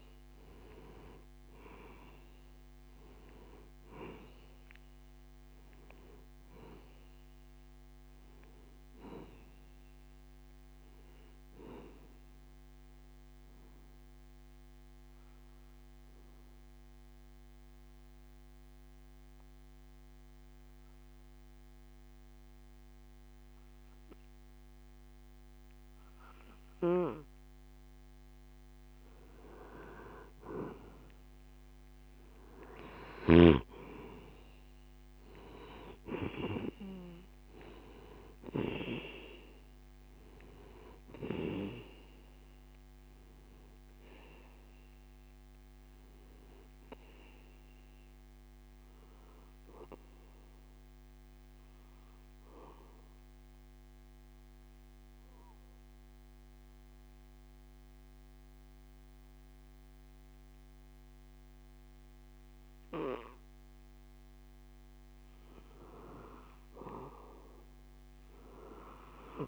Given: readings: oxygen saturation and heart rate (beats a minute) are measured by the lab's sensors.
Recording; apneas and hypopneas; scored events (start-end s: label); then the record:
breathing in sleep by a microphone on the trachea; 2
13.50-27.00 s: obstructive apnea (oxygen 95% before, 92% lowest)
31.00-34.50 s: arousal
50.00-64.50 s: obstructive apnea (oxygen 97% before, 92% lowest)
51.00-61.00 s: oxygen desaturation (device-marked, oxygen 95% before, 92% lowest)
66.50-69.48 s: arousal
From the record:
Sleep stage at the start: N2 (light sleep); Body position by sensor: on the back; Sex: male